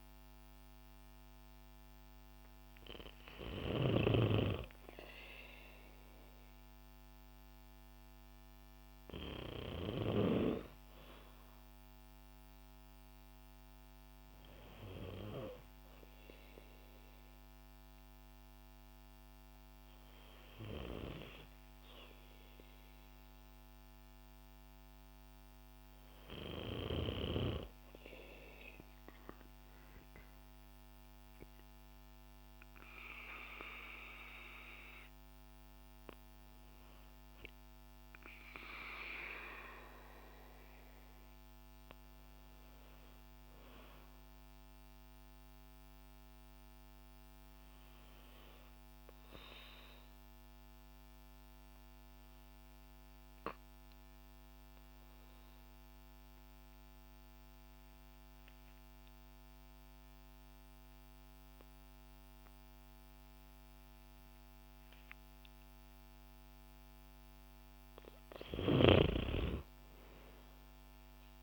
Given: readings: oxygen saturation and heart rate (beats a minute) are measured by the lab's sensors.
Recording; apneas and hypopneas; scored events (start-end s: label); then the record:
breathing in sleep by a microphone on the trachea; 2
0.00-8.50 s: oxygen desaturation (device-marked, oxygen 92% lowest, heart rate 55 extreme)
15.50-26.50 s: hypopnea (oxygen 96% before, 89% lowest, heart rate 57 before, 56 extreme, up 10 after)
28.50-31.50 s: arousal
50.50-66.50 s: obstructive apnea (oxygen 96% before, 89% lowest, heart rate 60 before, 56 extreme, up 5 after)
68.00-71.43 s: snoring (device-marked)
69.00-71.43 s: arousal
69.50-71.43 s: oxygen desaturation (device-marked, oxygen 96% before, 89% lowest, heart rate 58 before, 56 extreme)
From the record:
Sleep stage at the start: N2 (light sleep); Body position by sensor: on the back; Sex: female